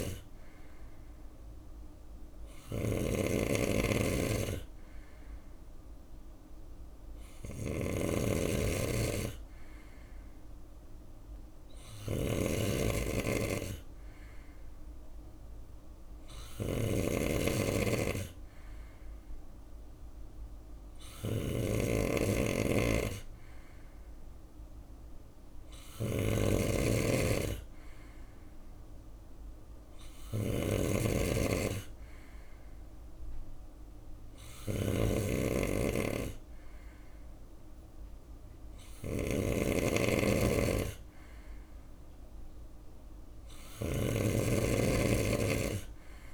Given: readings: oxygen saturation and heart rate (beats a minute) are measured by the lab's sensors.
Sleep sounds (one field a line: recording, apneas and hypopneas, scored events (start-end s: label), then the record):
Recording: breathing in sleep by a room microphone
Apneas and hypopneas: none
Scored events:
0.00-46.34 s: snoring (device-marked)
From the record:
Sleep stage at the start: N3 (deep sleep)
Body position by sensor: on the right side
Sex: male